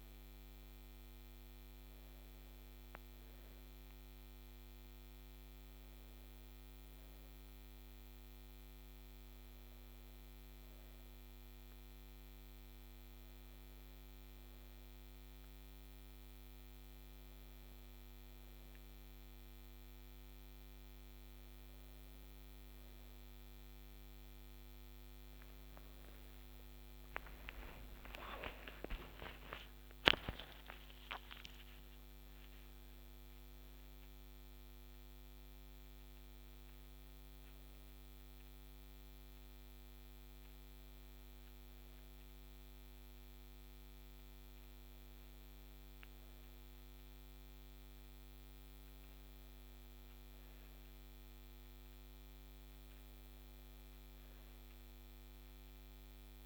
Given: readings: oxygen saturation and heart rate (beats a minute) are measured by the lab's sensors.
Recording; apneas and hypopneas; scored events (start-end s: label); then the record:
a person awake in a sleep study, hard to hear, by a microphone on the trachea; none
5.50-14.50 s: oxygen desaturation (device-marked, oxygen 97% before, 94% lowest, heart rate 97 before, 80 extreme)
From the record:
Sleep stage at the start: awake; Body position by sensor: on the back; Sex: female